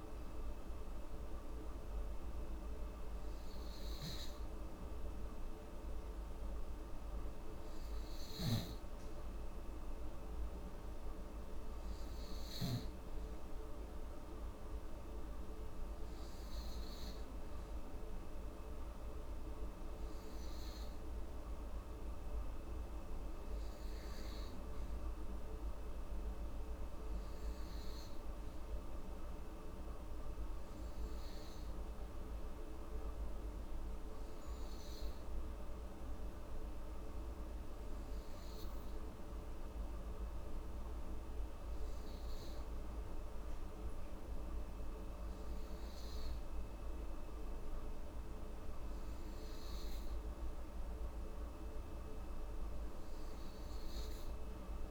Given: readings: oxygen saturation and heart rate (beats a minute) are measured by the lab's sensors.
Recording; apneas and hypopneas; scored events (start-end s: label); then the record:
breathing in sleep, hard to hear, by a room microphone; none
none scored
From the record:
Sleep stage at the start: N2 (light sleep); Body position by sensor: on the back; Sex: female